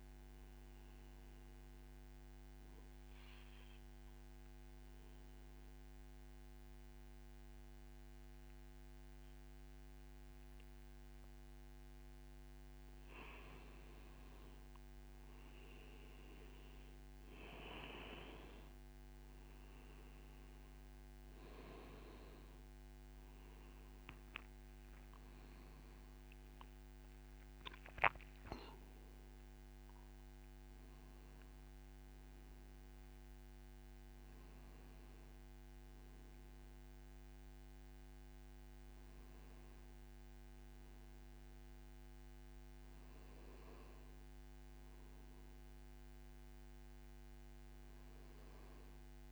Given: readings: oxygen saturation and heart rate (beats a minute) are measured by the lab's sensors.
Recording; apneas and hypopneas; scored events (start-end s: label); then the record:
breathing in sleep by a microphone on the trachea; 1
1.00-12.50 s: obstructive apnea (oxygen 95% before, 92% lowest)
23.50-28.00 s: arousal
37.50-49.32 s: new sleep stage, N2 (light sleep)
From the record:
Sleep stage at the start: N1 (lightest sleep); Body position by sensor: on the back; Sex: male